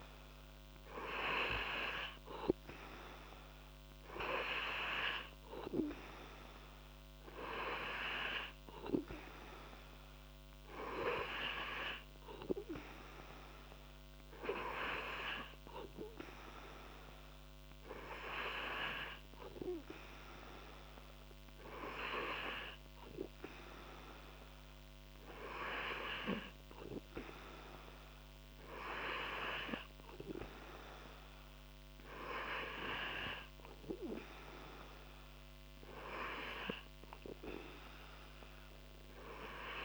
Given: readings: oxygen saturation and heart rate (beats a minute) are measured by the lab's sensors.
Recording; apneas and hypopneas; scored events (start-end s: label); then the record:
breathing in sleep by a microphone on the trachea; none
none scored
From the record:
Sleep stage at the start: N2 (light sleep); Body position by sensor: on the back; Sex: male